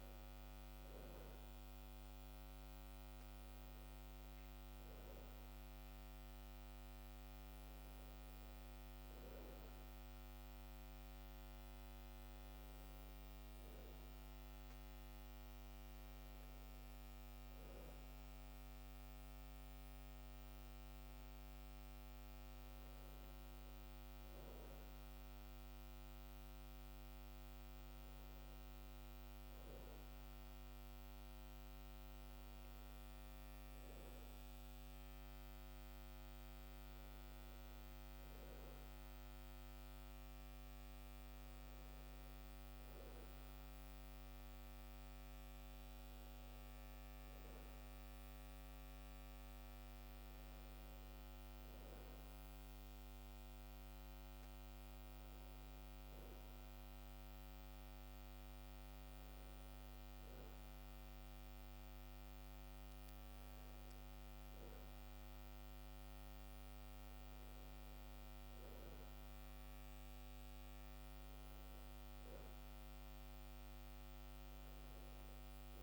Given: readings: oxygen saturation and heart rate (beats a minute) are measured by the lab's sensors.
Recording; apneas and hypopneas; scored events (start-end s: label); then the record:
a person awake in a sleep study, hard to hear, by a microphone on the trachea; none
none scored
From the record:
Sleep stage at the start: awake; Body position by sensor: on the back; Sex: male